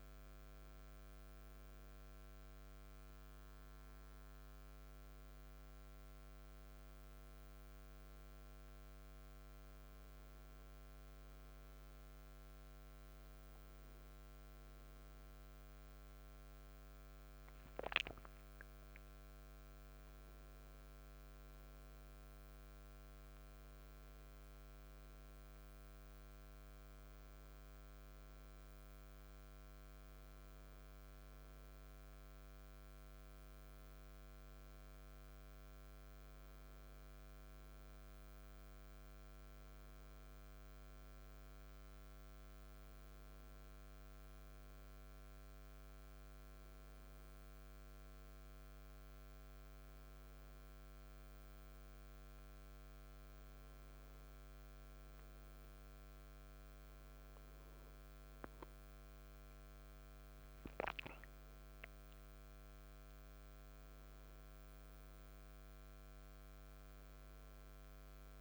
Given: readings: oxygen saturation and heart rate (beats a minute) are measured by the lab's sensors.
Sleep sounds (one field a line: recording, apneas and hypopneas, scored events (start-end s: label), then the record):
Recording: breathing in sleep, hard to hear, by a microphone on the trachea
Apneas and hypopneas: none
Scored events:
none scored
From the record:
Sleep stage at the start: N1 (lightest sleep)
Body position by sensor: on the back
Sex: male